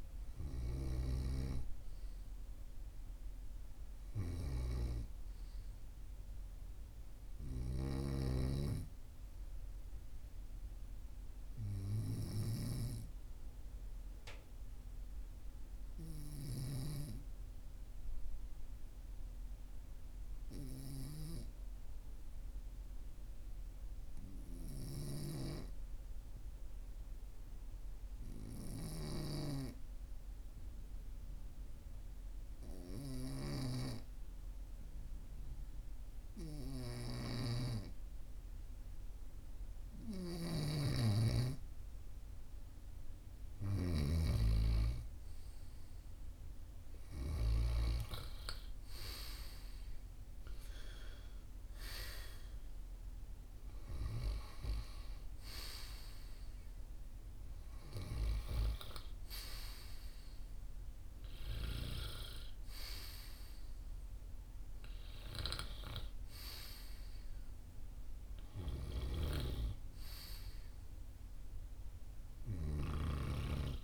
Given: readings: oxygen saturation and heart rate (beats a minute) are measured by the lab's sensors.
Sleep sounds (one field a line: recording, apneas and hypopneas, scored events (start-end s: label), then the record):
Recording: breathing in sleep by a room microphone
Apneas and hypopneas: 1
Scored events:
12.00-40.50 s: obstructive apnea (oxygen 99% before, 93% lowest, heart rate 43 before, 42 extreme, up 3 after)
40.00-44.00 s: snoring (device-marked)
42.00-46.00 s: arousal
43.00-73.84 s: oxygen desaturation (device-marked, oxygen 97% before, 93% lowest, heart rate 43 before, 42 extreme)
From the record:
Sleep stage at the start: N2 (light sleep)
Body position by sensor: on the right side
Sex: male